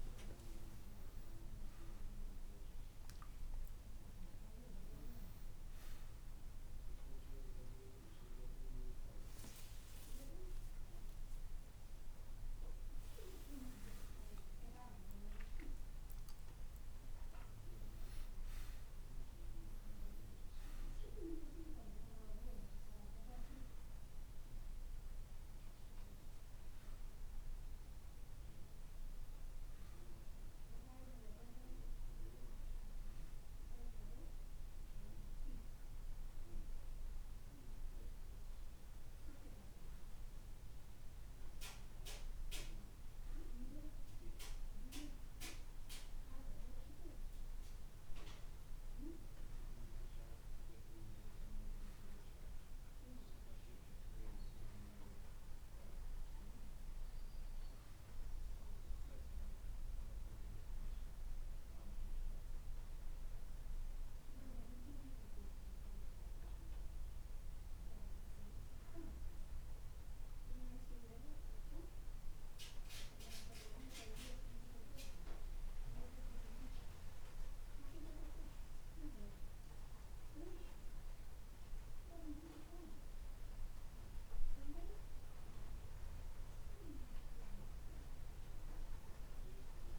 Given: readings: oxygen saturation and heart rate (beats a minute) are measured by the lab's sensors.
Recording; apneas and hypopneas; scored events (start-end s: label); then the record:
a person awake in a sleep study, by a room microphone; none
62.00-89.99 s: new sleep stage, N1 (lightest sleep)
From the record:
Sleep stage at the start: awake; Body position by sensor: on the right side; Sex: male